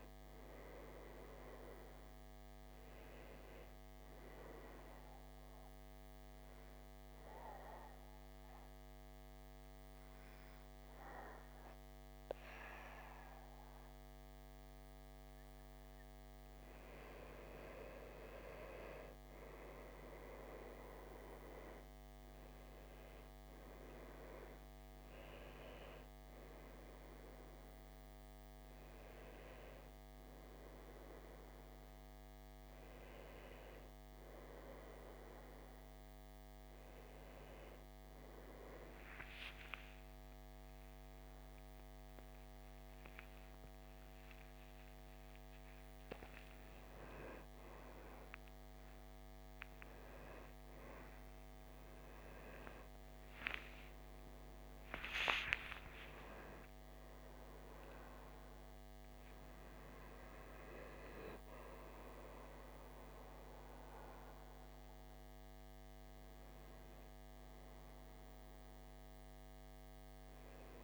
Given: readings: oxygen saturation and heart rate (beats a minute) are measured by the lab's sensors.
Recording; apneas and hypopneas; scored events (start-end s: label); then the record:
a person partly awake in a sleep study, by a microphone on the trachea; 1
7.00-17.50 s: mixed apnea (oxygen 95% before, 91% lowest, heart rate 60 before, 58 extreme, up 4 after)
26.00-41.00 s: oxygen desaturation (device-marked, oxygen 95% before, 91% lowest, heart rate 61 before, 58 extreme)
26.00-56.00 s: new sleep stage, awake
56.00-70.84 s: new sleep stage, N2 (light sleep)
60.00-70.84 s: oxygen desaturation (device-marked, oxygen 97% before, 94% lowest, heart rate 106 before, 55 extreme)
From the record:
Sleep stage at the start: N2 (light sleep); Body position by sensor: on the back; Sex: male